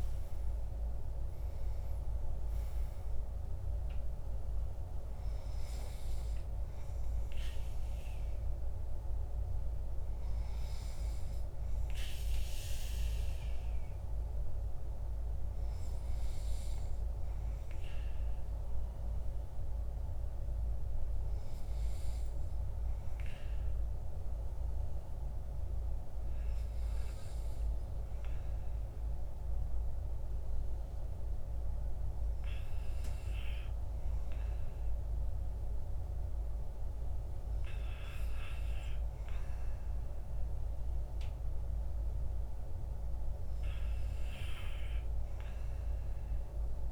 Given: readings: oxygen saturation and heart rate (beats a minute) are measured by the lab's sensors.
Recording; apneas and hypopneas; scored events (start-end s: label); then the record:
breathing in sleep, hard to hear, by a room microphone; none
1.00-16.00 s: oxygen desaturation (device-marked, oxygen 97% before, 93% lowest, heart rate 58 before, 46 extreme)
From the record:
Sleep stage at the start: N2 (light sleep); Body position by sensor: on the back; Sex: male